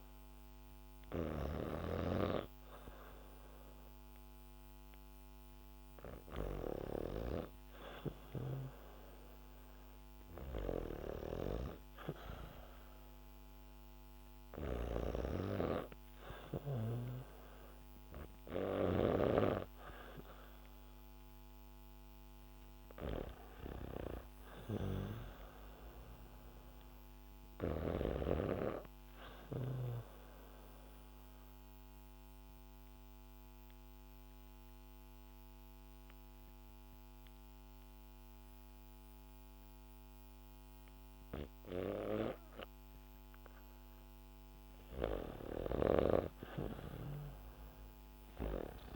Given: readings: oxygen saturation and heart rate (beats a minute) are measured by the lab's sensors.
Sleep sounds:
breathing in sleep by a microphone on the trachea; 1
0.00-1.00 s: snoring (device-marked)
14.00-18.50 s: snoring (device-marked)
19.00-23.00 s: arousal
29.50-44.50 s: obstructive apnea (oxygen 99% before, 93% lowest, heart rate 75 before, 68 extreme, up 4 after)
45.00-48.96 s: snoring (device-marked)
46.50-48.96 s: arousal
From the record:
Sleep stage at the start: REM sleep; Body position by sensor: on the back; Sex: female

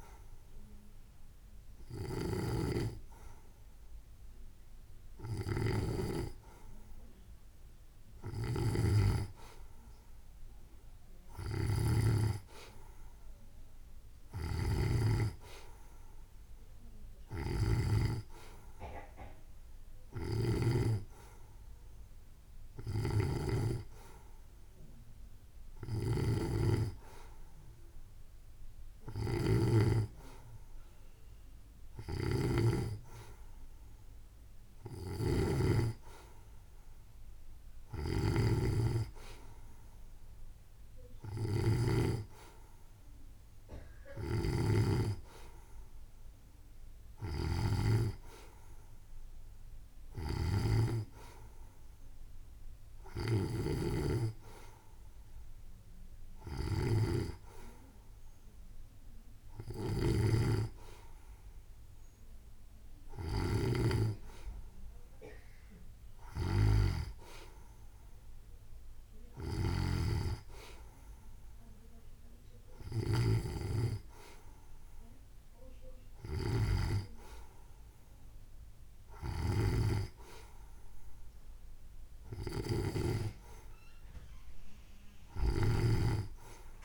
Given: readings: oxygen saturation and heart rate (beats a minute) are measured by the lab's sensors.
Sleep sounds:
breathing in sleep by a room microphone; none
18.50-31.50 s: oxygen desaturation (device-marked, oxygen 93% before, 89% lowest, heart rate 79 before, 79 extreme)
From the record:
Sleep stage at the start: N2 (light sleep); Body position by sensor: on the right side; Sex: female

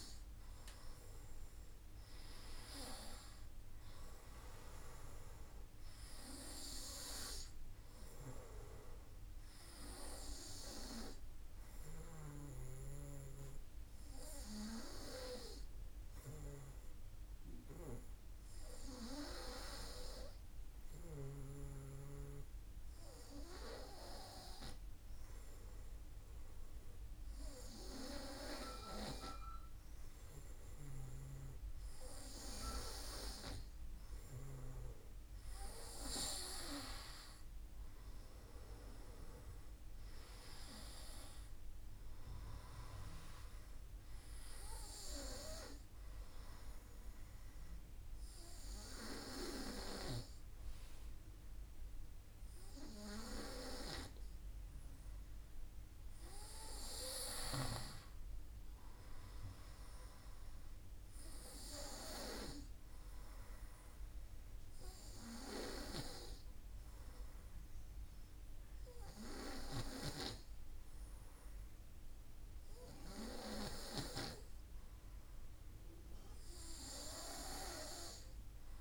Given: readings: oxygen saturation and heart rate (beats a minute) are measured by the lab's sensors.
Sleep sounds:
breathing in sleep by a room microphone; 2
1.00-5.50 s: arousal
11.50-31.00 s: obstructive apnea (oxygen 97% before, 93% lowest, heart rate 55 before, 52 extreme, up 3 after)
36.50-41.00 s: arousal
61.50-74.00 s: hypopnea (oxygen 96% before, 94% lowest, heart rate 56 before, 53 extreme, up 2 after)
69.00-73.50 s: snoring (device-marked)
From the record:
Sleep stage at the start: N2 (light sleep); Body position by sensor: on the back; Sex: male

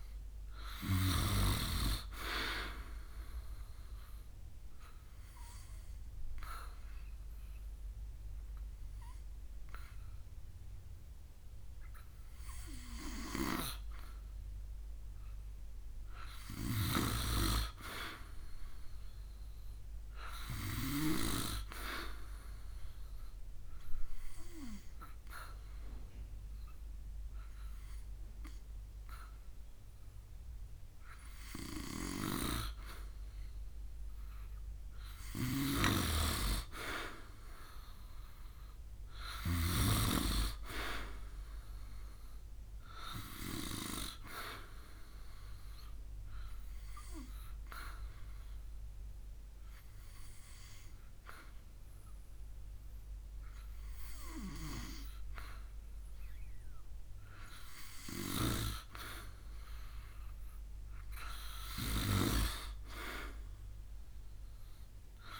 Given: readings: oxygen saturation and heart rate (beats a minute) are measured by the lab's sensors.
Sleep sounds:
breathing in sleep by a room microphone; 3
3.50-14.00 s: obstructive apnea (oxygen 96% before, 90% lowest, heart rate 69 before, 66 extreme, up 1 after)
4.50-10.50 s: oxygen desaturation (device-marked, oxygen 96% before, 91% lowest, heart rate 69 before, 66 extreme)
15.50-19.00 s: arousal
16.50-21.00 s: snoring (device-marked)
22.00-32.00 s: obstructive apnea (oxygen 96% before, 90% lowest, heart rate 70 before, 67 extreme, up 6 after)
35.00-39.50 s: snoring (device-marked)
36.50-40.50 s: arousal
43.50-53.50 s: oxygen desaturation (device-marked, oxygen 93% before, 90% lowest, heart rate 72 before, 62 extreme)
45.50-59.00 s: obstructive apnea (oxygen 94% before, 90% lowest, heart rate 72 before, 62 extreme, up 8 after)
61.00-64.00 s: arousal
From the record:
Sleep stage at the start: N2 (light sleep); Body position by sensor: on the back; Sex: male

